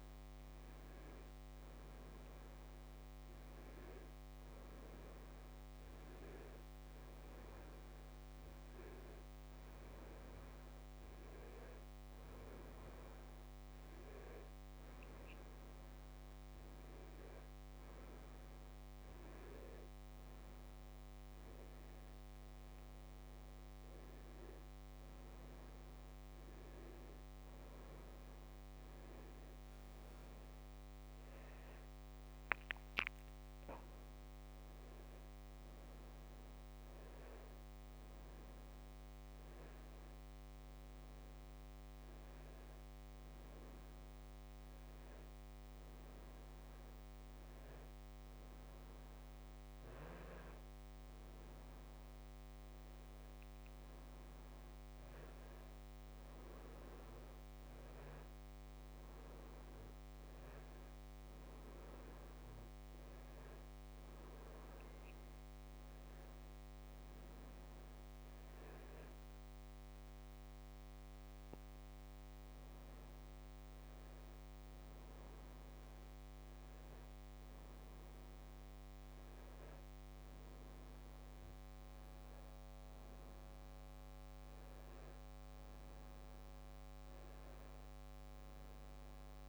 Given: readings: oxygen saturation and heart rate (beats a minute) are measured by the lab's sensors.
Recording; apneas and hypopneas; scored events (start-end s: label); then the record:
breathing in sleep, hard to hear, by a microphone on the trachea; none
22.50-89.49 s: new sleep stage, N2 (light sleep)
From the record:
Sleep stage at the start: N1 (lightest sleep); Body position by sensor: on the back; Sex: male